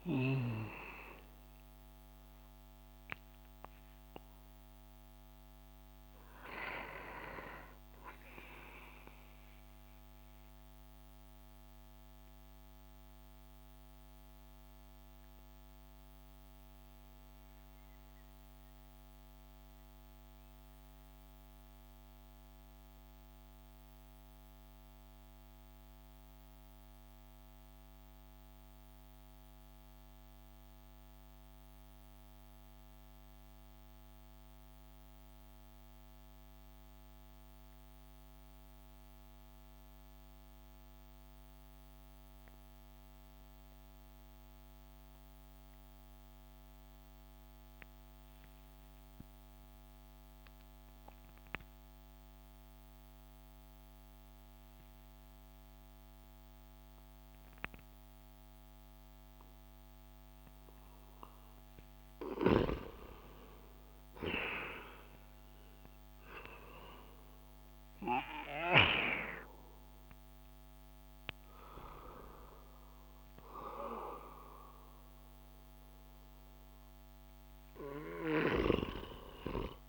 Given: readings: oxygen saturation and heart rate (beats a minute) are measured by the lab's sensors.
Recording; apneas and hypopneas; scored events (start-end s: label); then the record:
breathing in sleep by a microphone on the trachea; 1
0.00-4.50 s: oxygen desaturation (device-marked, oxygen 88% lowest)
9.50-60.50 s: mixed apnea (oxygen 95% before, 86% lowest)
10.50-23.50 s: oxygen desaturation (device-marked, oxygen 90% before, 86% lowest)
43.50-79.89 s: oxygen desaturation (device-marked, oxygen 99% before, 88% lowest)
62.00-68.50 s: snoring (device-marked)
63.00-67.00 s: arousal
From the record:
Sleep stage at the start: N2 (light sleep); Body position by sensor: on the back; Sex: male